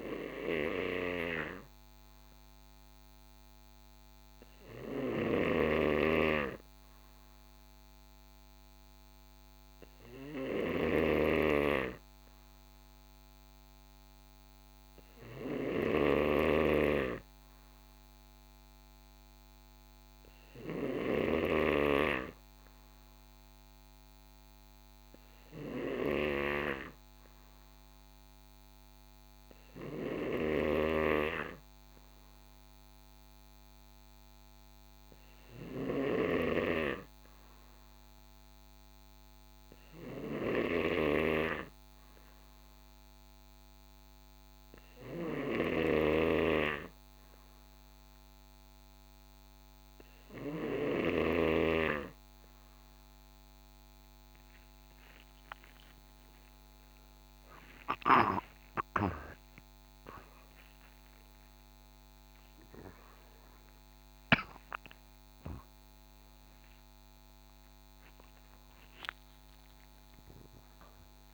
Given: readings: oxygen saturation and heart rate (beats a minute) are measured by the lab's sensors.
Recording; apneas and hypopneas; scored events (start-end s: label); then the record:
breathing in sleep by a microphone on the trachea; none
56.50-60.50 s: arousal
From the record:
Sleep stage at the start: N2 (light sleep); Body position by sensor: on the right side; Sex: male